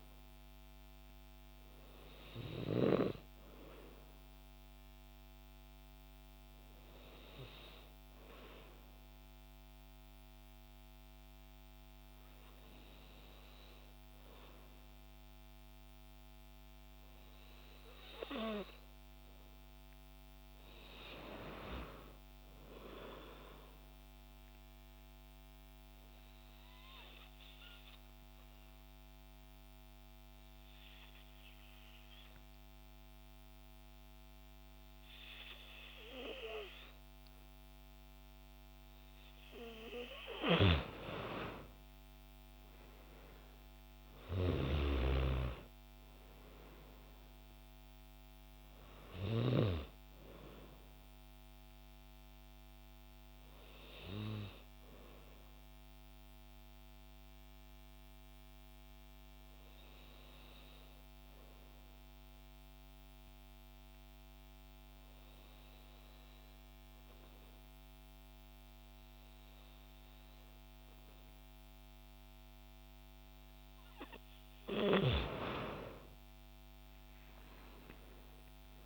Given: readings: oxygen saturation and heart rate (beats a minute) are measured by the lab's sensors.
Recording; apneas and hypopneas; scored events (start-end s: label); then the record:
breathing in sleep by a microphone on the trachea; 3
0.00-2.50 s: arousal
2.00-14.00 s: oxygen desaturation (device-marked, oxygen 95% before, 92% lowest, heart rate 68 before, 52 extreme)
8.50-18.50 s: hypopnea (oxygen 95% before, 88% lowest, heart rate 71 before, 52 extreme, up 15 after)
19.50-23.50 s: arousal
25.00-40.00 s: obstructive apnea (oxygen 95% before, 88% lowest, heart rate 61 before, 57 extreme, up 19 after)
42.00-46.50 s: arousal
47.00-66.00 s: oxygen desaturation (device-marked, oxygen 94% before, 88% lowest, heart rate 64 before, 59 extreme)
57.50-73.00 s: hypopnea (oxygen 95% before, 88% lowest, heart rate 70 before, 59 extreme)
75.50-78.50 s: arousal
From the record:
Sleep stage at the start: N2 (light sleep); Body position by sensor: on the back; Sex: female